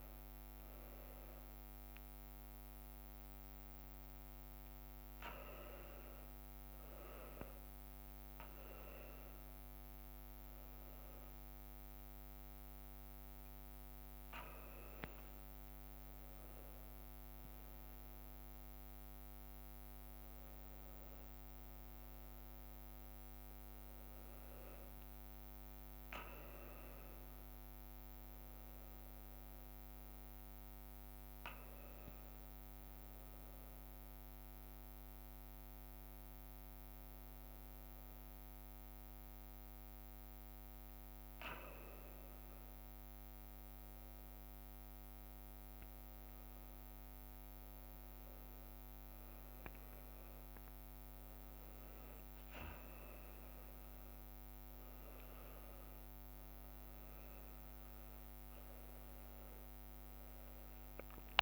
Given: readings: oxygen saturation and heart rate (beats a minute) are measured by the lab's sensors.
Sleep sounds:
a person awake in a sleep study, hard to hear, by a microphone on the trachea; none
2.50-18.50 s: drop in pulse transit time (device-marked, heart rate 81 before, 78 extreme)
5.00-12.50 s: leg movement (device-marked)
19.00-20.50 s: leg movement (device-marked)
22.50-24.50 s: leg movement (device-marked)
28.00-30.50 s: leg movement (device-marked)
30.50-32.00 s: leg movement (device-marked)
34.50-36.00 s: leg movement (device-marked)
From the record:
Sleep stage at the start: awake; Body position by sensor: upright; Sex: male

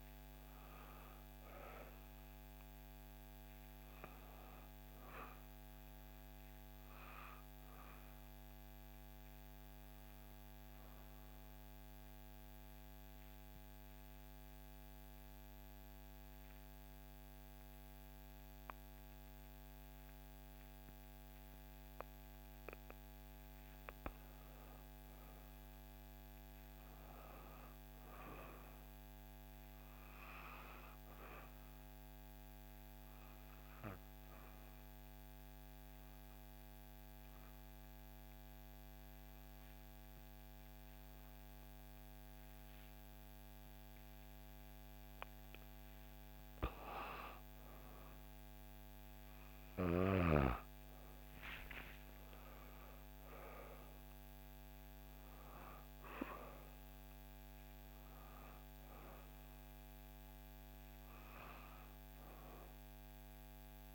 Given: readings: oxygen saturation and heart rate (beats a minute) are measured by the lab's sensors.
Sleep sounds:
breathing in sleep by a microphone on the trachea; 2
0.00-16.50 s: oxygen desaturation (device-marked, oxygen 88% lowest, heart rate 57 extreme)
11.50-22.50 s: obstructive apnea (oxygen 97% before, 89% lowest, heart rate 62 before, 57 extreme, up 4 after)
24.50-28.00 s: arousal
30.50-42.50 s: oxygen desaturation (device-marked, oxygen 97% before, 93% lowest, heart rate 58 before, 58 extreme)
33.00-45.50 s: obstructive apnea (oxygen 97% before, 88% lowest, heart rate 59 before, 58 extreme, up 3 after)
51.00-55.50 s: arousal
55.50-63.95 s: oxygen desaturation (device-marked, oxygen 95% before, 91% lowest, heart rate 59 before, 58 extreme)
From the record:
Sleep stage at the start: N2 (light sleep); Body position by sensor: on the back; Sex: female

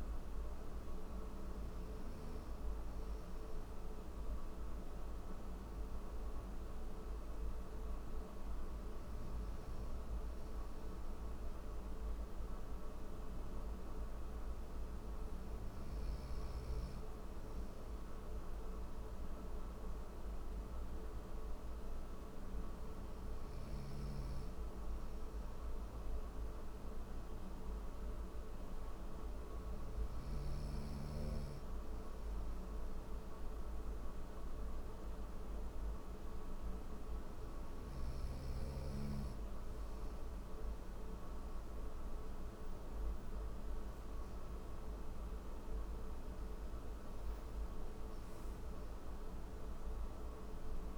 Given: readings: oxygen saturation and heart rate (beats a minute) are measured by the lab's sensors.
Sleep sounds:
breathing in sleep, hard to hear, by a room microphone; none
none scored
From the record:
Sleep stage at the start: N1 (lightest sleep); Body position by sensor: on the right side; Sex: male

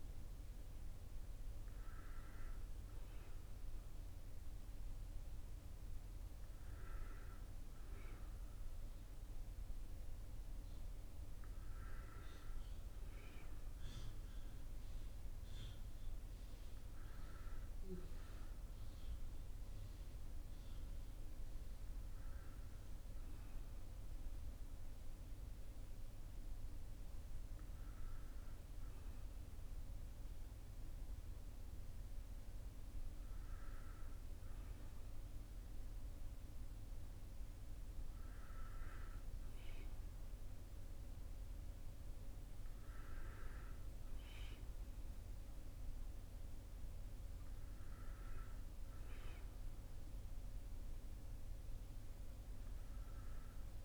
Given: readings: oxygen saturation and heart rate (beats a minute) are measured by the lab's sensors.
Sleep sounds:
breathing in sleep, hard to hear, by a room microphone; none
none scored
From the record:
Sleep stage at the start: N1 (lightest sleep); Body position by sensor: on the back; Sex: male

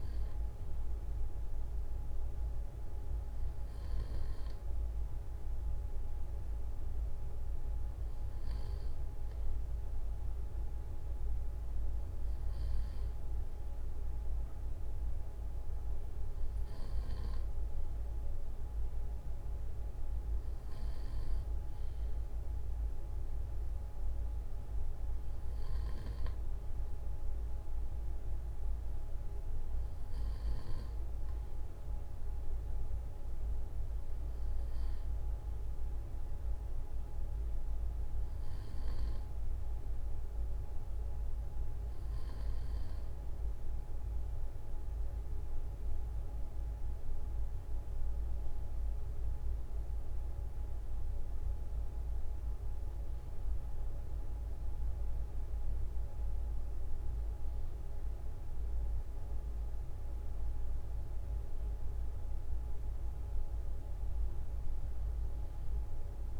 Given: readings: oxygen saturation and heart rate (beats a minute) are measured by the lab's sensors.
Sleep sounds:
breathing in sleep, hard to hear, by a room microphone; none
60.00-66.40 s: new sleep stage, REM sleep
From the record:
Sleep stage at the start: N2 (light sleep); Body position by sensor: on the front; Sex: male

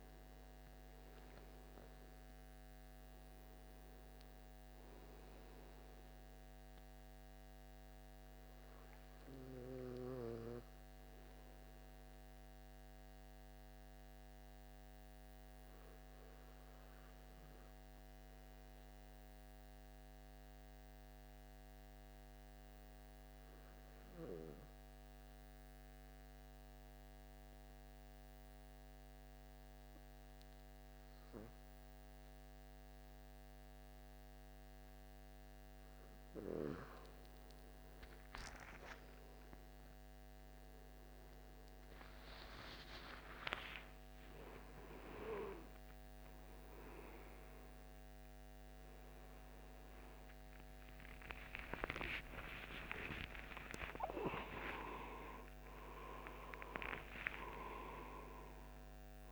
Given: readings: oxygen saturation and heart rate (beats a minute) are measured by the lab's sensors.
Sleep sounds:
breathing in sleep by a microphone on the trachea; 1
0.00-21.00 s: oxygen desaturation (device-marked, oxygen 92% lowest)
12.00-35.00 s: obstructive apnea (oxygen 96% before, 92% lowest)
37.50-42.00 s: arousal
41.00-59.32 s: oxygen desaturation (device-marked, oxygen 96% before, 92% lowest)
51.50-57.00 s: arousal
From the record:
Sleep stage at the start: N2 (light sleep); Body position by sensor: on the back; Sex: male

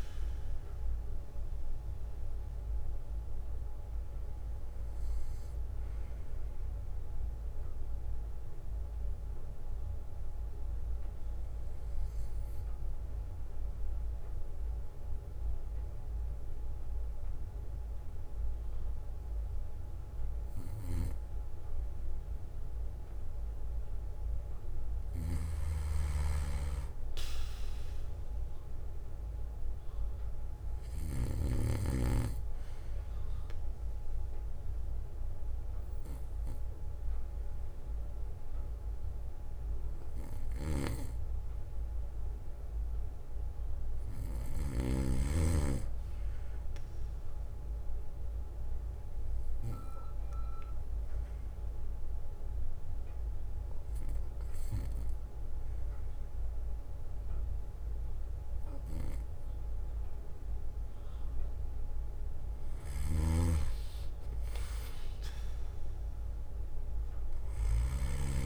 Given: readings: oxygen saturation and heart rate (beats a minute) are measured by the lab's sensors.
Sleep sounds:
breathing in sleep by a room microphone; 2
2.00-14.00 s: oxygen desaturation (device-marked, oxygen 97% before, 91% lowest, heart rate 66 before, 58 extreme)
4.00-7.00 s: bradycardia (device-marked, heart rate 62 before, 61 extreme)
8.00-20.00 s: bradycardia (device-marked, heart rate 62 before, 58 extreme)
12.00-24.50 s: mixed apnea (oxygen 97% before, 94% lowest, heart rate 65 before, 58 extreme, up 6 after)
27.00-30.50 s: arousal
45.00-47.00 s: bradycardia (device-marked, heart rate 62 before, 61 extreme)
48.50-61.00 s: obstructive apnea (oxygen 97% before, 92% lowest, heart rate 61 before, 57 extreme, up 5 after)
49.00-51.00 s: bradycardia (device-marked, heart rate 62 before, 59 extreme)
54.00-61.00 s: bradycardia (device-marked, heart rate 62 before, 59 extreme)
60.00-68.46 s: new sleep stage, REM sleep
64.50-68.46 s: arousal
From the record:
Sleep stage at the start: N2 (light sleep); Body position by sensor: on the back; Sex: male

